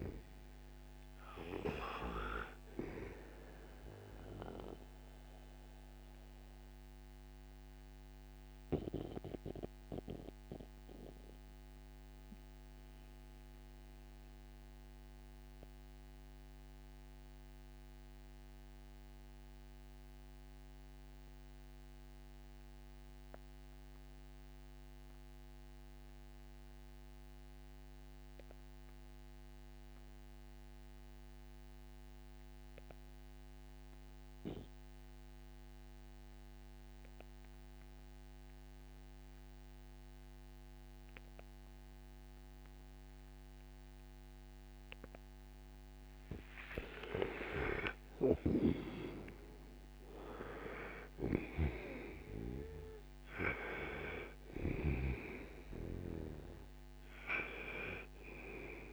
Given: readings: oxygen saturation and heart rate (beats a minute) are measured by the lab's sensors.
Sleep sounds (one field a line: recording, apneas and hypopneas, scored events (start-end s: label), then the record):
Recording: breathing in sleep by a microphone on the trachea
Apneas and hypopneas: 1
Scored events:
0.00-25.00 s: oxygen desaturation (device-marked, oxygen 76% lowest, heart rate 60 extreme)
6.50-43.50 s: mixed apnea (oxygen 97% before, 76% lowest, heart rate 70 before, 60 extreme, up 27 after)
37.00-58.93 s: oxygen desaturation (device-marked, oxygen 98% before, 76% lowest, heart rate 61 before, 58 extreme)
46.00-51.50 s: arousal
50.50-54.50 s: snoring (device-marked)
From the record:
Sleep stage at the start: N2 (light sleep)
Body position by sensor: on the right side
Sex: male